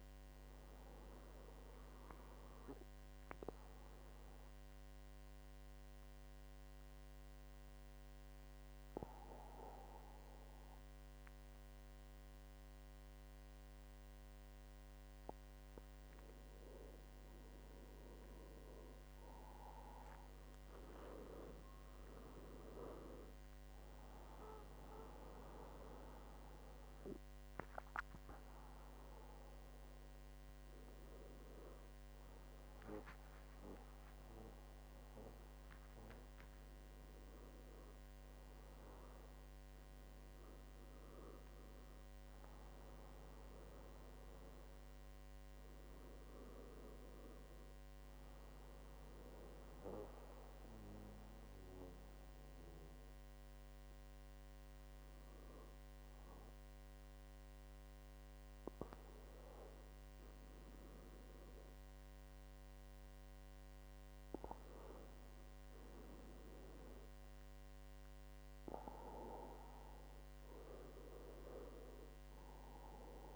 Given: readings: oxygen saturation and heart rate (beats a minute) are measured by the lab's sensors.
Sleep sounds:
breathing in sleep by a microphone on the trachea; 1
2.50-16.50 s: mixed apnea (oxygen 97% before, 94% lowest, heart rate 74 before, 77 extreme, up 3 after)
19.00-22.00 s: arousal
20.00-35.00 s: oxygen desaturation (device-marked, oxygen 97% before, 94% lowest, heart rate 80 before, 74 extreme)
30.00-73.36 s: new sleep stage, N2 (light sleep)
From the record:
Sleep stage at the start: N1 (lightest sleep); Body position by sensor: on the back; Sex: male

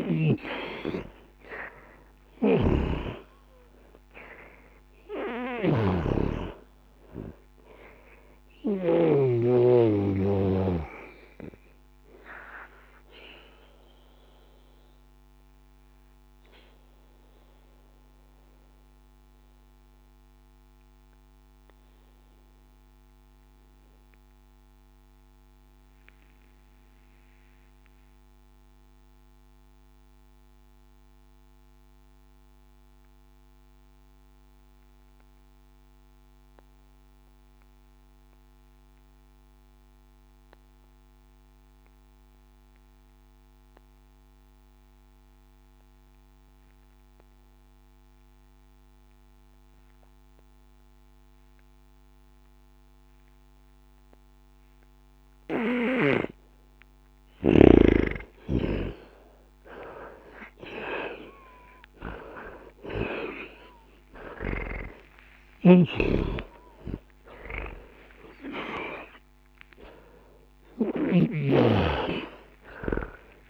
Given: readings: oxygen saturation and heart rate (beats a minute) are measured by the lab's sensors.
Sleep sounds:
breathing in sleep by a microphone on the trachea; 1
0.00-9.00 s: snoring (device-marked)
0.00-29.50 s: oxygen desaturation (device-marked, oxygen 74% lowest, heart rate 60 extreme)
9.00-55.00 s: obstructive apnea (oxygen 96% before, 74% lowest, heart rate 98 before, 60 extreme, up 1 after)
52.50-73.49 s: oxygen desaturation (device-marked, oxygen 99% before, 76% lowest, heart rate 60 before, 60 extreme)
64.00-69.00 s: arousal
From the record:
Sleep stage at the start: N2 (light sleep); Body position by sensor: on the back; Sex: male

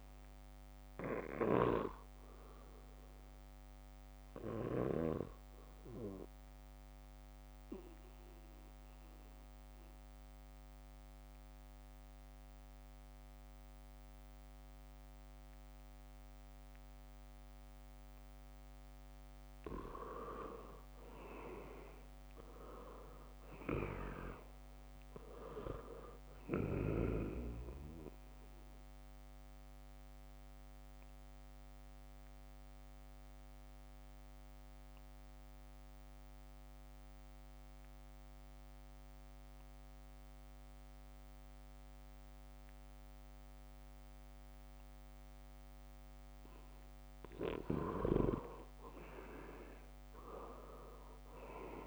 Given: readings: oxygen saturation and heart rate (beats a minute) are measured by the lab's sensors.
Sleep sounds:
breathing in sleep by a microphone on the trachea; 2
0.00-18.00 s: oxygen desaturation (device-marked, oxygen 81% lowest, heart rate 74 extreme)
7.00-21.00 s: mixed apnea (oxygen 97% before, 81% lowest, heart rate 76 before, 76 extreme)
22.50-25.00 s: arousal
23.00-39.00 s: oxygen desaturation (device-marked, oxygen 98% before, 83% lowest, heart rate 79 before, 74 extreme)
28.50-47.00 s: obstructive apnea (oxygen 98% before, 83% lowest, heart rate 79 before, 74 extreme)
44.00-51.87 s: oxygen desaturation (device-marked, oxygen 98% before, 83% lowest, heart rate 79 before, 74 extreme)
50.50-51.87 s: arousal
From the record:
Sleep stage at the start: N2 (light sleep); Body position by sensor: on the back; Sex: male

